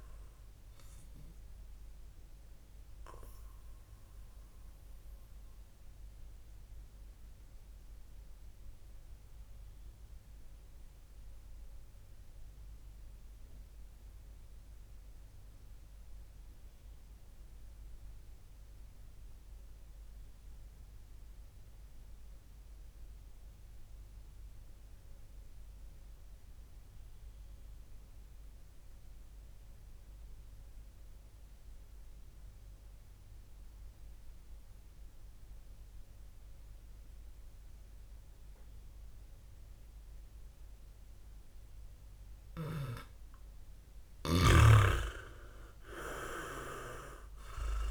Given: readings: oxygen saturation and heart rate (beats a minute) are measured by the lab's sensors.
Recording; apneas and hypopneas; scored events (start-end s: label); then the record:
breathing in sleep by a room microphone; 1
2.50-43.50 s: mixed apnea (oxygen 100% before, 95% lowest, heart rate 72 before, 54 extreme, up 11 after)
41.00-47.91 s: oxygen desaturation (device-marked, oxygen 99% before, 95% lowest, heart rate 65 before, 63 extreme)
45.50-47.91 s: arousal
From the record:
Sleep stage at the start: N2 (light sleep); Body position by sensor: on the back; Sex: male